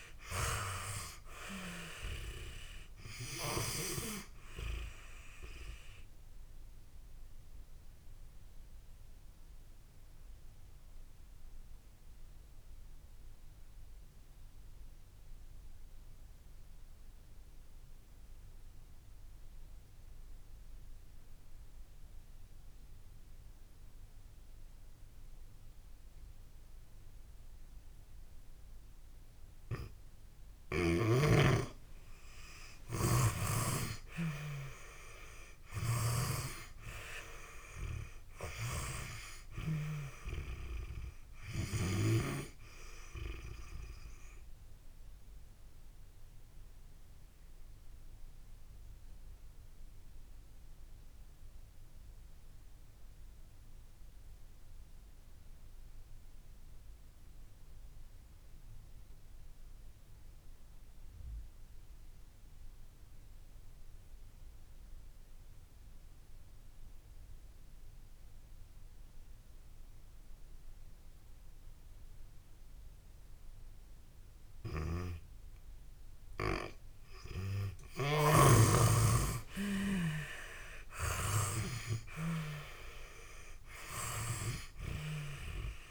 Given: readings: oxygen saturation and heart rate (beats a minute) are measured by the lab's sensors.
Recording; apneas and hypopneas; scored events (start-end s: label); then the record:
breathing in sleep by a room microphone; 2
5.50-29.50 s: obstructive apnea (oxygen 96% before, 81% lowest)
5.50-29.50 s: oxygen desaturation (device-marked, oxygen 96% before, 81% lowest)
32.50-36.50 s: arousal
43.50-63.50 s: oxygen desaturation (device-marked, oxygen 96% before, 84% lowest)
45.00-75.00 s: obstructive apnea (oxygen 97% before, 84% lowest)
75.50-85.91 s: oxygen desaturation (device-marked, oxygen 97% before, 84% lowest)
77.00-80.00 s: arousal
From the record:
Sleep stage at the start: N2 (light sleep); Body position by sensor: on the back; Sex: female